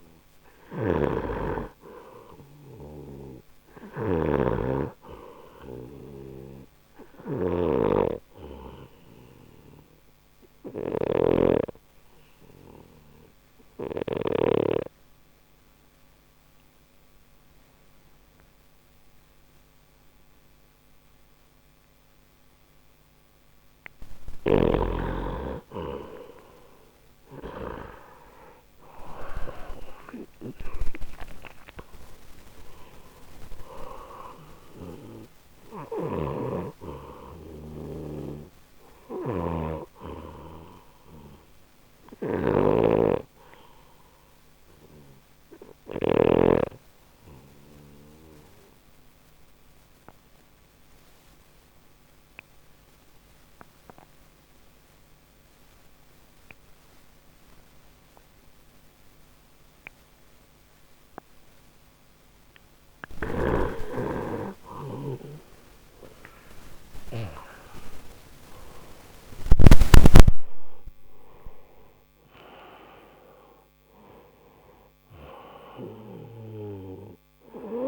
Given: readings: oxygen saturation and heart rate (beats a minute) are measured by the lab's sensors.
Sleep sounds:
breathing in sleep by a microphone on the trachea; 2
0.00-14.50 s: snoring (device-marked)
10.50-23.50 s: obstructive apnea (oxygen 95% before, 91% lowest, heart rate 58 before, 40 extreme, up 10 after)
26.00-30.00 s: arousal
31.50-41.50 s: oxygen desaturation (device-marked, oxygen 95% before, 91% lowest, heart rate 56 before, 40 extreme)
35.50-46.50 s: snoring (device-marked)
45.00-61.50 s: obstructive apnea (oxygen 95% before, 91% lowest)
66.00-71.50 s: arousal
66.50-77.88 s: oxygen desaturation (device-marked, oxygen 97% before, 91% lowest)
From the record:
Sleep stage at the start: N2 (light sleep); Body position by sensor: on the right side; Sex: male

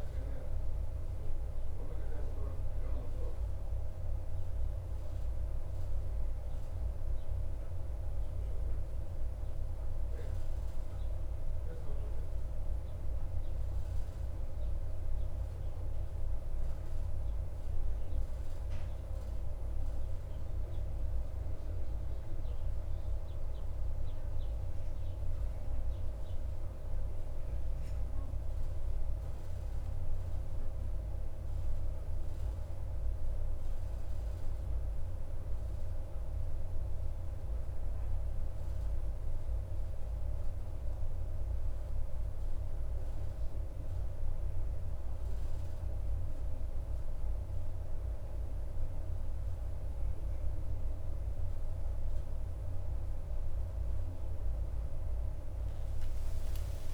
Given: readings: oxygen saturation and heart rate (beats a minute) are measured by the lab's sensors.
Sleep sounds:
breathing in sleep, hard to hear, by a room microphone; 1
15.50-19.50 s: arousal
22.50-50.50 s: hypopnea (oxygen 94% before, 90% lowest, heart rate 55 before, 52 extreme, up 11 after)
55.50-56.94 s: arousal
From the record:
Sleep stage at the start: REM sleep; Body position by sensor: on the back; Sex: male

